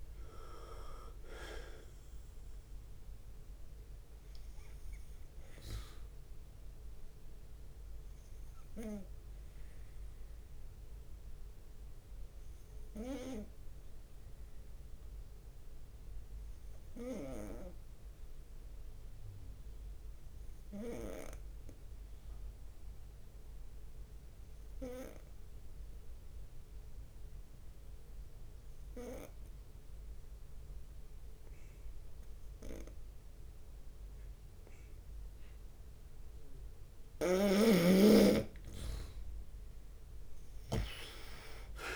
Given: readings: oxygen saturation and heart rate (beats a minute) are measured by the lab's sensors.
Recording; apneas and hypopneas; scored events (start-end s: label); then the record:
breathing in sleep by a room microphone; 1
0.00-6.50 s: drop in pulse transit time (device-marked, heart rate 65 extreme)
0.00-21.50 s: oxygen desaturation (device-marked, oxygen 91% lowest, heart rate 62 extreme)
5.50-6.50 s: leg movement (device-marked)
7.00-35.50 s: obstructive apnea (oxygen 98% before, 91% lowest, heart rate 67 before, 62 extreme, up 3 after)
36.50-41.96 s: oxygen desaturation (device-marked, oxygen 98% before, 92% lowest, heart rate 66 before, 61 extreme)
39.50-41.96 s: drop in pulse transit time (device-marked, heart rate 66 before, 67 extreme)
40.00-41.96 s: arousal
40.50-41.96 s: leg movement (device-marked)
From the record:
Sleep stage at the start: N2 (light sleep); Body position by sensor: on the right side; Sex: male